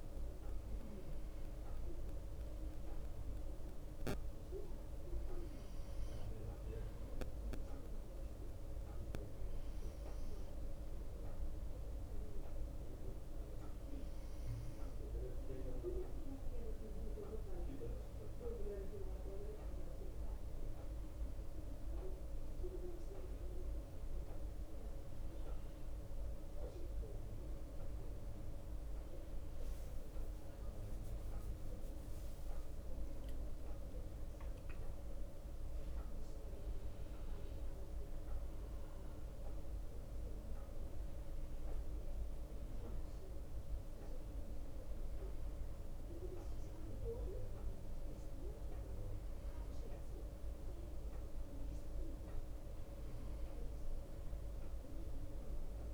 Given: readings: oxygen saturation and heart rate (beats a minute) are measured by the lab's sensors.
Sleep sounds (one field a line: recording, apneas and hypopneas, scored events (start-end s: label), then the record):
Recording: breathing in sleep by a room microphone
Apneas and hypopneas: 1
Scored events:
0.00-2.50 s: arousal
6.00-19.00 s: hypopnea (oxygen 91% before, 90% lowest)
21.50-25.00 s: arousal
From the record:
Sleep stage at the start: N2 (light sleep)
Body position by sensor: on the back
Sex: male